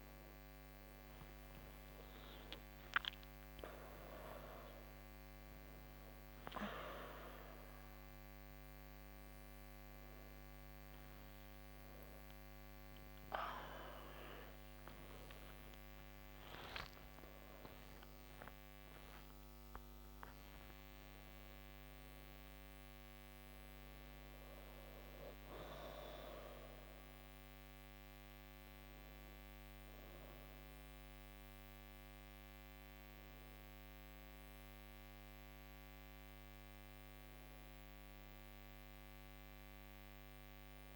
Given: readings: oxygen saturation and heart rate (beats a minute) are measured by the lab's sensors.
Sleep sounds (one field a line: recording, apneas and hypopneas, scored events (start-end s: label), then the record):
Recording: a person awake in a sleep study, by a microphone on the trachea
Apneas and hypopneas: none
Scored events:
5.00-35.00 s: new sleep stage, awake
35.00-40.96 s: new sleep stage, N2 (light sleep)
From the record:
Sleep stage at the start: N2 (light sleep)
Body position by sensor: on the back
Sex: female